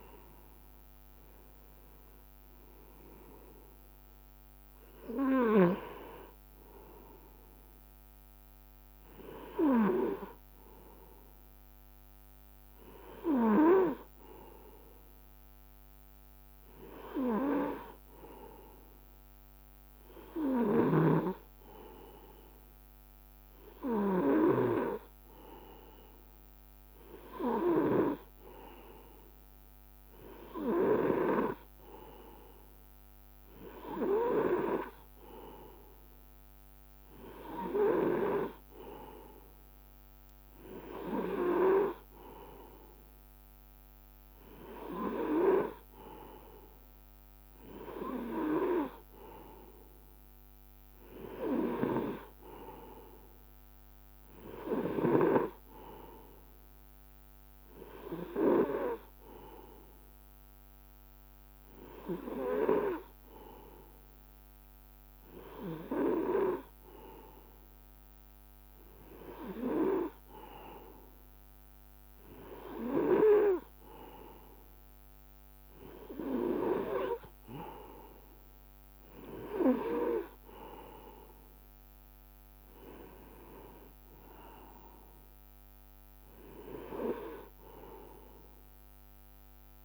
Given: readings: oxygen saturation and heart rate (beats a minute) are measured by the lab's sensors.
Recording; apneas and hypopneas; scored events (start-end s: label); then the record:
breathing in sleep by a microphone on the trachea; none
none scored
From the record:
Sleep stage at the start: N2 (light sleep); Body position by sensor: on the right side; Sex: male